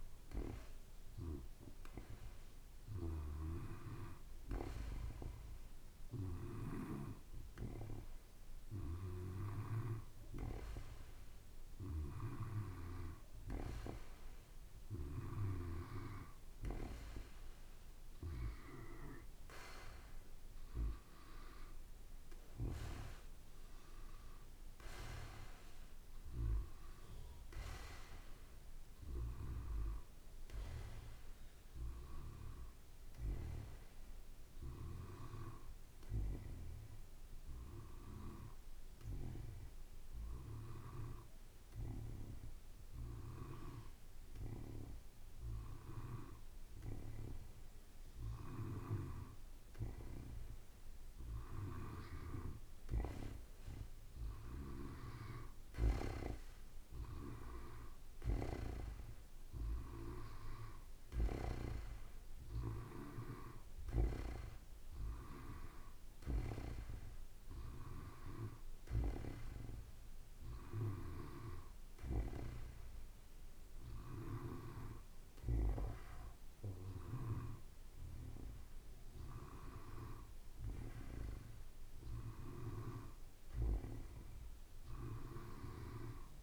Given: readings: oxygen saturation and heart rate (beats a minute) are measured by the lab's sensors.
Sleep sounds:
breathing in sleep by a room microphone; 1
3.00-7.00 s: snoring (device-marked)
26.00-30.00 s: arousal
33.50-48.00 s: hypopnea (oxygen 94% before, 92% lowest, heart rate 56 before, 53 extreme, up 4 after)
50.50-54.00 s: arousal
53.50-70.50 s: oxygen desaturation (device-marked, oxygen 95% before, 92% lowest, heart rate 54 before, 55 extreme)
From the record:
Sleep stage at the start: N2 (light sleep); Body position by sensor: on the back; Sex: male

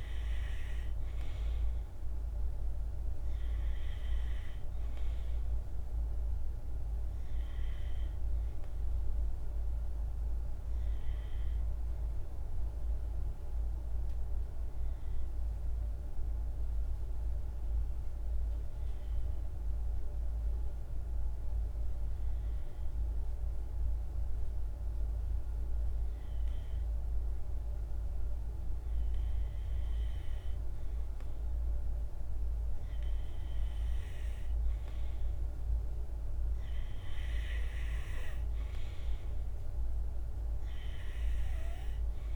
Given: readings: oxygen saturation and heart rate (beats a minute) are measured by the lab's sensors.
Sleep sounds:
breathing in sleep, hard to hear, by a room microphone; 1
0.00-3.00 s: oxygen desaturation (device-marked, oxygen 93% lowest, heart rate 52 extreme)
7.00-10.50 s: arousal
13.50-26.50 s: hypopnea (oxygen 96% before, 93% lowest, heart rate 53 before, 54 extreme, up 1 after)
28.50-32.00 s: arousal
33.00-42.36 s: oxygen desaturation (device-marked, oxygen 97% before, 93% lowest, heart rate 54 before, 53 extreme)
From the record:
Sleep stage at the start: N2 (light sleep); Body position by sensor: on the right side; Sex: male

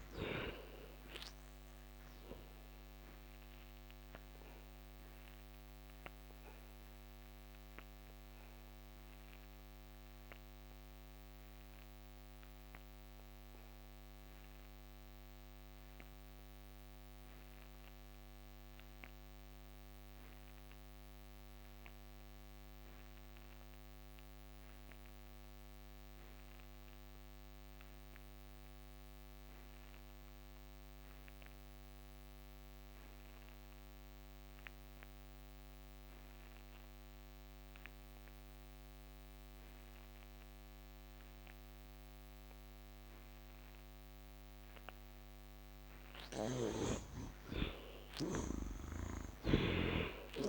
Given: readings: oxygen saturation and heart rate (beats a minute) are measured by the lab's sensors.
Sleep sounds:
breathing in sleep by a microphone on the trachea; 1
0.00-1.00 s: arousal
0.00-24.00 s: oxygen desaturation (device-marked, oxygen 56% lowest, heart rate 66 extreme)
3.50-43.50 s: obstructive apnea (oxygen 99% before, 49% lowest, heart rate 74 before, 66 extreme, up 11 after)
38.00-50.48 s: oxygen desaturation (device-marked, oxygen 70% before, 58% lowest, heart rate 68 before, 68 extreme)
47.00-50.48 s: arousal
From the record:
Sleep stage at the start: N2 (light sleep); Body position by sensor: on the back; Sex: male

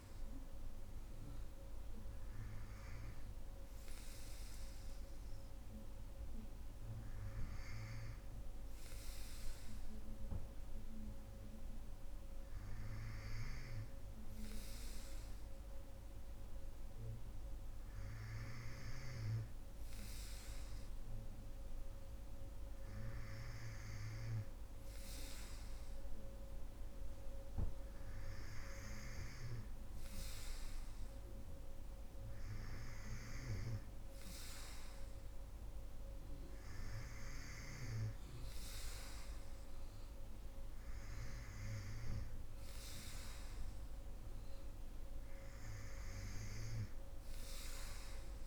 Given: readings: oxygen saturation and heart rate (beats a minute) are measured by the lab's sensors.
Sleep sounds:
breathing in sleep, hard to hear, by a room microphone; none
1.00-48.47 s: new sleep stage, N2 (light sleep)
24.00-30.00 s: oxygen desaturation (device-marked, oxygen 97% before, 93% lowest, heart rate 64 before, 66 extreme)
From the record:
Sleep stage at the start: N3 (deep sleep); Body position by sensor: on the right side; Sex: female

